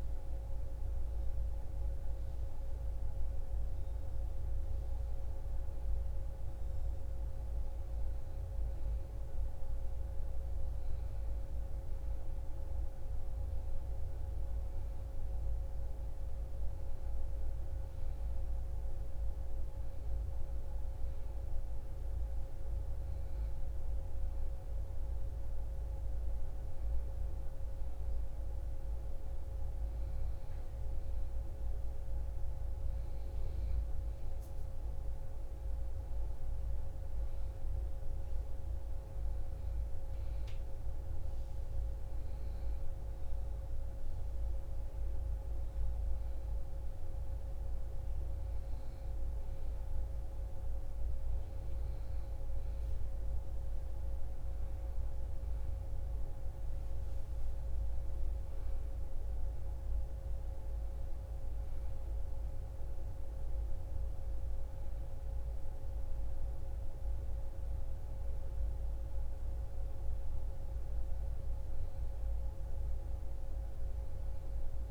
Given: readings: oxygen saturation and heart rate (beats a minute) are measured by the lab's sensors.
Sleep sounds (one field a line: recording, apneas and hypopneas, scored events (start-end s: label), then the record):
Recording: breathing in sleep, hard to hear, by a room microphone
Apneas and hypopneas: none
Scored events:
13.00-74.91 s: new sleep stage, N2 (light sleep)
From the record:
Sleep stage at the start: N1 (lightest sleep)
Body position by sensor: on the back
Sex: female